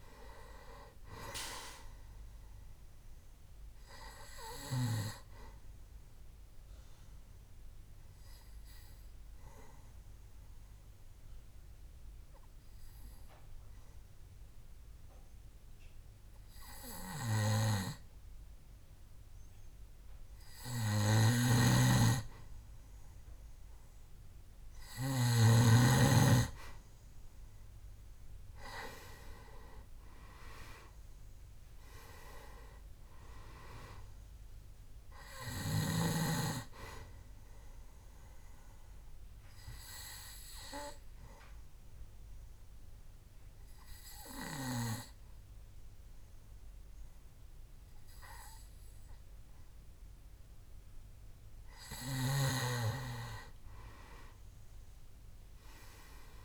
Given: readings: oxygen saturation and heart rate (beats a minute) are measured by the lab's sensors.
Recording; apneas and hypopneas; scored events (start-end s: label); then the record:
breathing in sleep by a room microphone; 2
0.00-18.50 s: oxygen desaturation (device-marked, oxygen 91% lowest, heart rate 63 extreme)
6.00-22.50 s: obstructive apnea (oxygen 98% before, 91% lowest, heart rate 72 before, 62 extreme, up 4 after)
21.50-25.50 s: snoring (device-marked)
24.50-27.00 s: arousal
26.50-51.50 s: oxygen desaturation (device-marked, oxygen 98% before, 91% lowest, heart rate 67 before, 62 extreme)
38.50-50.50 s: obstructive apnea (oxygen 98% before, 91% lowest, heart rate 70 before, 63 extreme, up 9 after)
53.00-56.45 s: arousal
From the record:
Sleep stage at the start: N2 (light sleep); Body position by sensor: on the back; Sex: male